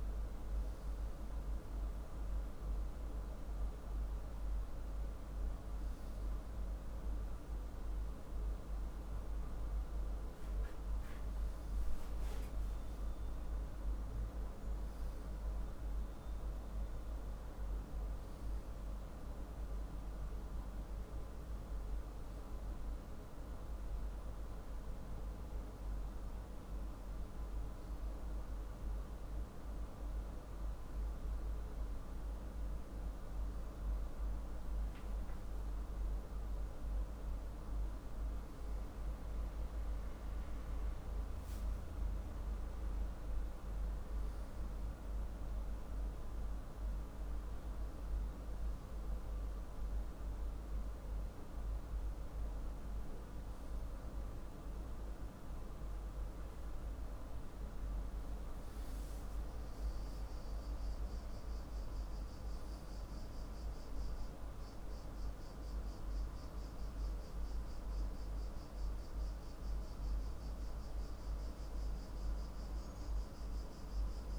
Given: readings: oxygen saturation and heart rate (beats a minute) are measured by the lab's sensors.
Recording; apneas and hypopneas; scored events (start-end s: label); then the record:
breathing in sleep, hard to hear, by a room microphone; none
none scored
From the record:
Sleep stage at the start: N2 (light sleep); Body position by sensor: on the left side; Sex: male